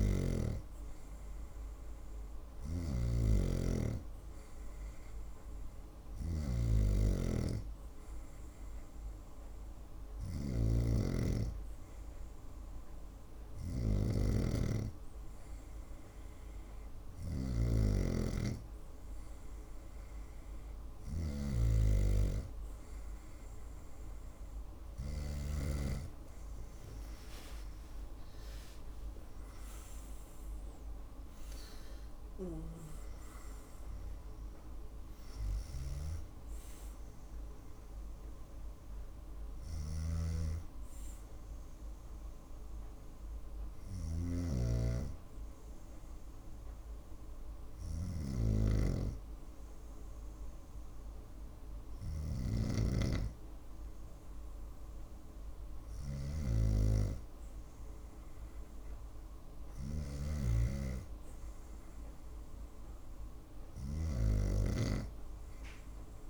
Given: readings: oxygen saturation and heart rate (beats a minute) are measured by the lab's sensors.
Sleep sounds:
breathing in sleep by a room microphone; none
0.00-25.00 s: snoring (device-marked)
26.00-30.00 s: arousal
39.00-60.00 s: snoring (device-marked)
From the record:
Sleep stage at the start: N2 (light sleep); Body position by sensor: on the right side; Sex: female

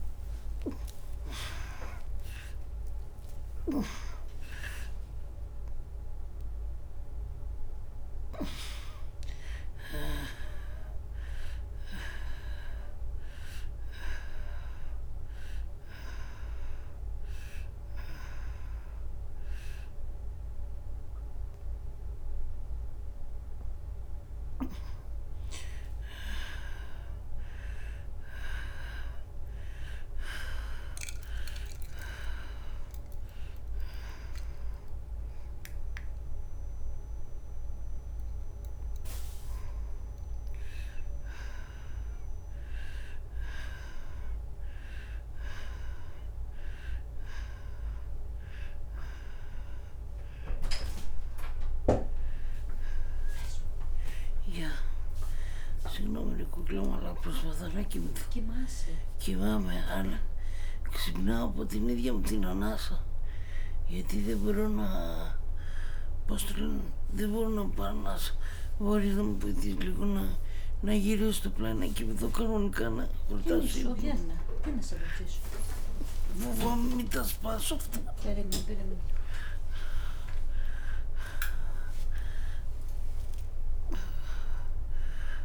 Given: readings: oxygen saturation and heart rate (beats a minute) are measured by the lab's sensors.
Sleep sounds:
a person partly awake in a sleep study, by a room microphone; 1
0.00-7.00 s: oxygen desaturation (device-marked, oxygen 81% lowest, heart rate 75 extreme)
6.00-66.00 s: new sleep stage, N1 (lightest sleep)
12.00-24.50 s: hypopnea (oxygen 97% before, 90% lowest, heart rate 127 before, 88 extreme, up 2 after)
26.50-30.50 s: arousal
31.00-44.00 s: oxygen desaturation (device-marked, oxygen 95% before, 90% lowest, heart rate 97 before, 88 extreme)
50.00-56.00 s: oxygen desaturation (device-marked, oxygen 94% before, 91% lowest, heart rate 91 before, 91 extreme)
56.00-59.50 s: snoring (device-marked)
66.00-85.45 s: new sleep stage, awake
71.50-76.50 s: snoring (device-marked)
From the record:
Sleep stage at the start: awake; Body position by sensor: on the back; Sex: female

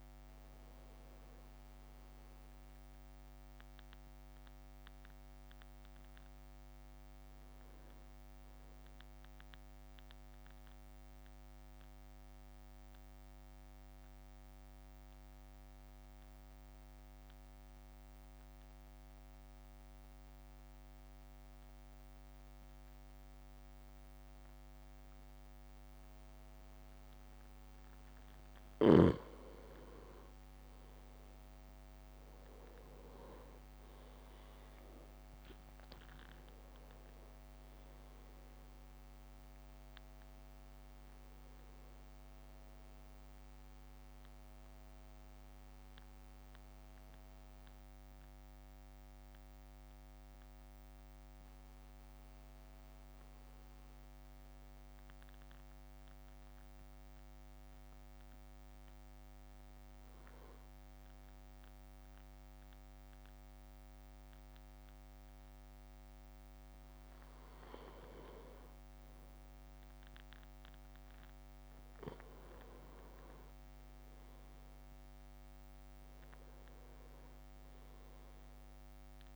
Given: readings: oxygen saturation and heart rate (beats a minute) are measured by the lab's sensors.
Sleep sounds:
breathing in sleep, hard to hear, by a microphone on the trachea; 2
0.00-8.50 s: drop in pulse transit time (device-marked, heart rate 54 extreme)
9.00-28.00 s: mixed apnea (oxygen 99% before, 95% lowest, heart rate 56 before, 53 extreme, up 3 after)
29.50-31.00 s: leg movement (device-marked)
33.50-47.50 s: drop in pulse transit time (device-marked, heart rate 56 before, 54 extreme)
35.00-39.00 s: arousal
55.00-67.50 s: mixed apnea (oxygen 100% before, 96% lowest, heart rate 56 before, 54 extreme, up 3 after)
72.00-76.00 s: arousal
73.00-77.50 s: leg movement (device-marked)
74.50-79.36 s: drop in pulse transit time (device-marked, heart rate 56 before, 56 extreme)
From the record:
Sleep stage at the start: N2 (light sleep); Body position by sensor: on the back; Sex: male

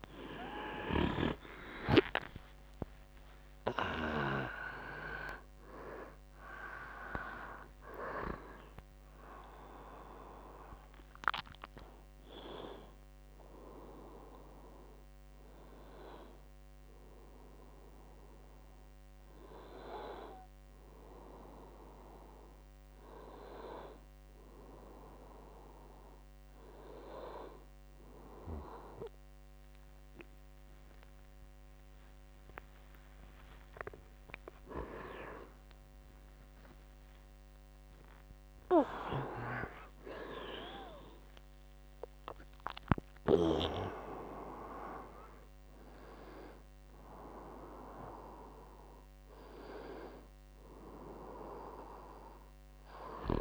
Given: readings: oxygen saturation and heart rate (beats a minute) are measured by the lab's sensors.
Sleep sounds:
a person awake in a sleep study, by a microphone on the trachea; none
0.00-5.50 s: tachycardia (device-marked, heart rate 128 extreme)
28.50-36.50 s: tachycardia (device-marked, heart rate 82 before, 144 extreme)
51.50-53.41 s: new sleep stage, N1 (lightest sleep)
From the record:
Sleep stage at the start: awake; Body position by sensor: on the back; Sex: male

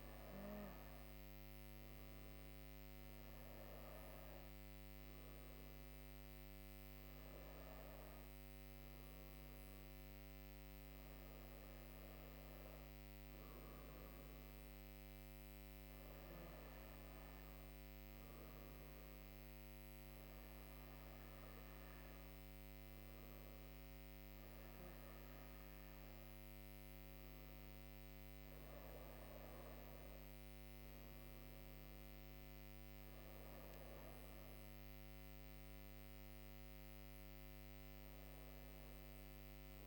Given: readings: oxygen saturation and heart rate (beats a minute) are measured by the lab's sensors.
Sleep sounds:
breathing in sleep, hard to hear, by a microphone on the trachea; none
26.50-31.50 s: arousal
From the record:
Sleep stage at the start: N2 (light sleep); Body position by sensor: on the right side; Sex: female

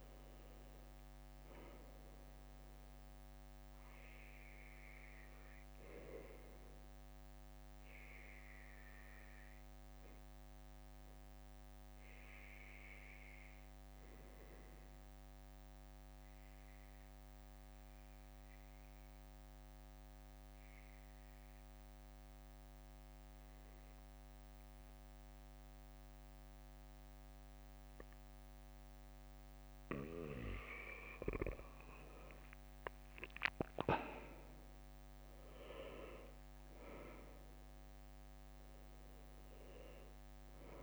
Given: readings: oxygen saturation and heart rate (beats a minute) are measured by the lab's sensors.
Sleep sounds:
breathing in sleep by a microphone on the trachea; 1
12.50-29.50 s: obstructive apnea (oxygen 98% before, 94% lowest, heart rate 62 before, 60 extreme, up 5 after)
32.00-37.00 s: arousal
From the record:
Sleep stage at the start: N2 (light sleep); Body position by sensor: on the back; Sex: male

